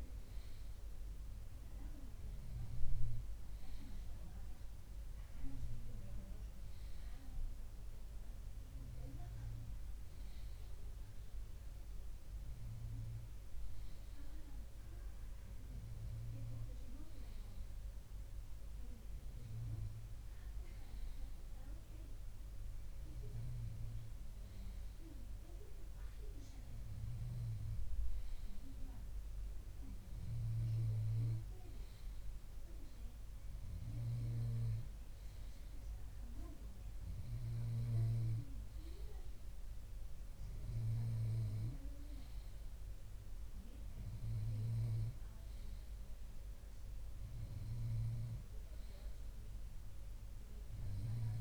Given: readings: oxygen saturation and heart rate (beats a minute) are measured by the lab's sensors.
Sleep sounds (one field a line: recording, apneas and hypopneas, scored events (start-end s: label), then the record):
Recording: breathing in sleep by a room microphone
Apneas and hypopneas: none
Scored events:
45.00-49.00 s: bradycardia (device-marked, heart rate 62 before, 59 extreme)
From the record:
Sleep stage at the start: N2 (light sleep)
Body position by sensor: on the left side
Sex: male